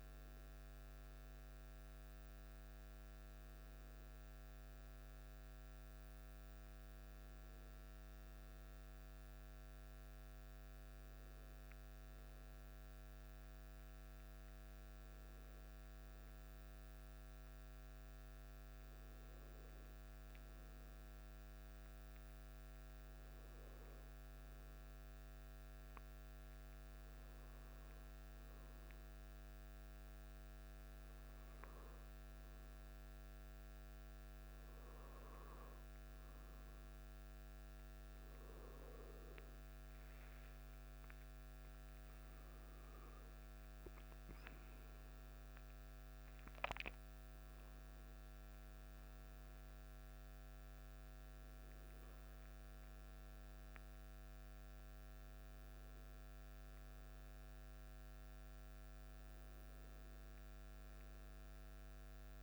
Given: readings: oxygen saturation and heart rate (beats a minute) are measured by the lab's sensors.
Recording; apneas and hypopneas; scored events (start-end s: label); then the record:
breathing in sleep, hard to hear, by a microphone on the trachea; none
none scored
From the record:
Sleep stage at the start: N1 (lightest sleep); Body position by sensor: on the back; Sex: male